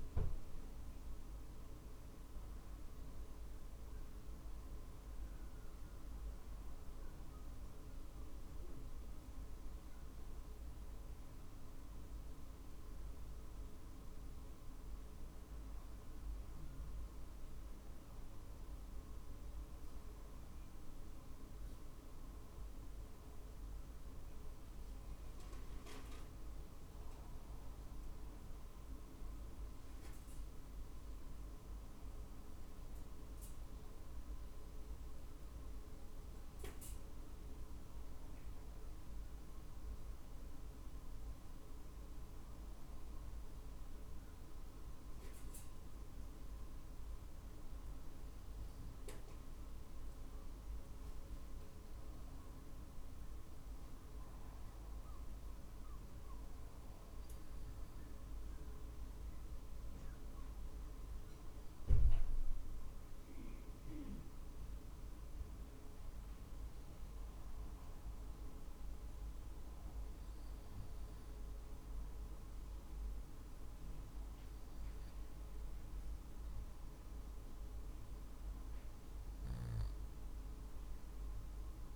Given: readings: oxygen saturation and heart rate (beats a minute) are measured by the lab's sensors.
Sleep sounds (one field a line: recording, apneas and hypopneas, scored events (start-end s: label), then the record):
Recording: breathing in sleep, hard to hear, by a room microphone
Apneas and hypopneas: 1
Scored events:
17.00-38.00 s: oxygen desaturation (device-marked, oxygen 95% before, 92% lowest, heart rate 48 before, 47 extreme)
28.00-48.00 s: obstructive apnea (oxygen 96% before, 92% lowest, heart rate 47 before, 46 extreme, up 2 after)
51.50-55.50 s: arousal
55.00-78.00 s: drop in pulse transit time (device-marked, heart rate 47 before, 46 extreme)
From the record:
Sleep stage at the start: N2 (light sleep)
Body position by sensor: on the back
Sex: male